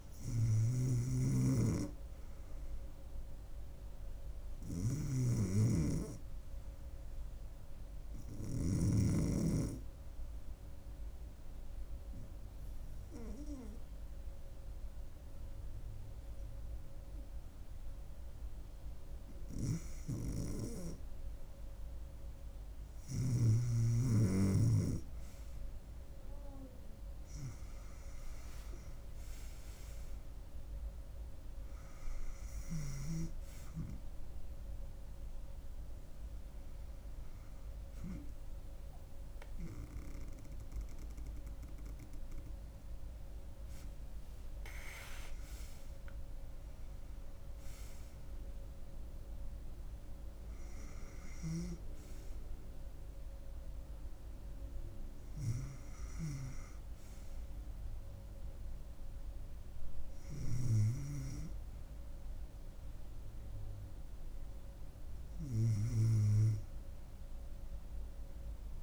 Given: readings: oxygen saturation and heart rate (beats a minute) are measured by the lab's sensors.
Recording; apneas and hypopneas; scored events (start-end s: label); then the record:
breathing in sleep by a room microphone; 1
0.00-9.00 s: snoring (device-marked)
0.00-18.50 s: oxygen desaturation (device-marked, oxygen 91% lowest, heart rate 67 extreme)
8.00-21.50 s: hypopnea (oxygen 94% before, 91% lowest, heart rate 76 before, 67 extreme, up 1 after)
23.50-27.50 s: arousal
From the record:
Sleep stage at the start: N2 (light sleep); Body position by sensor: on the back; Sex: female